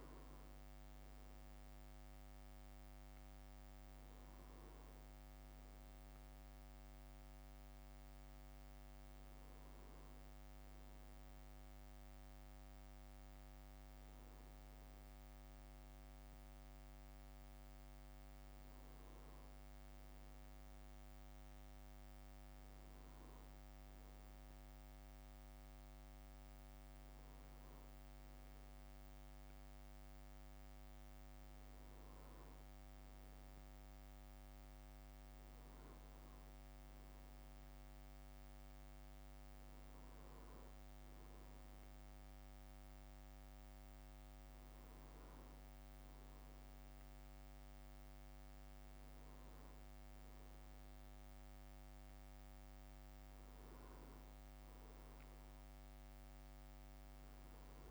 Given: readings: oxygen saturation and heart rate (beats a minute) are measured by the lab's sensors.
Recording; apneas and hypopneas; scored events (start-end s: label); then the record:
breathing in sleep, hard to hear, by a microphone on the trachea; none
24.00-57.91 s: new sleep stage, N2 (light sleep)
From the record:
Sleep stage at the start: N1 (lightest sleep); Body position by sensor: on the back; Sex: male